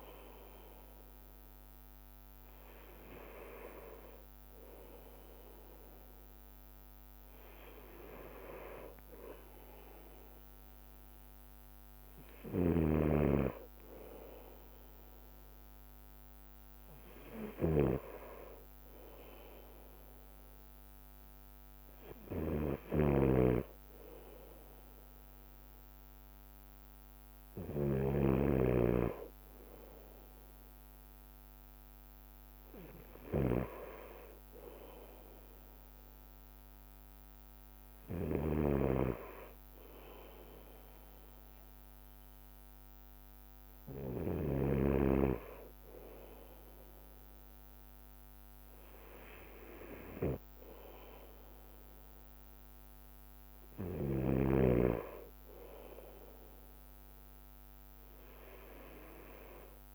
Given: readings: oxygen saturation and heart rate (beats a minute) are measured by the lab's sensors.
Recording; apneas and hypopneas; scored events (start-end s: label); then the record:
breathing in sleep by a microphone on the trachea; none
0.00-59.95 s: bradycardia (device-marked, heart rate 54 extreme)
13.00-45.00 s: snoring (device-marked)
From the record:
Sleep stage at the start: N2 (light sleep); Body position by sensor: on the right side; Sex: male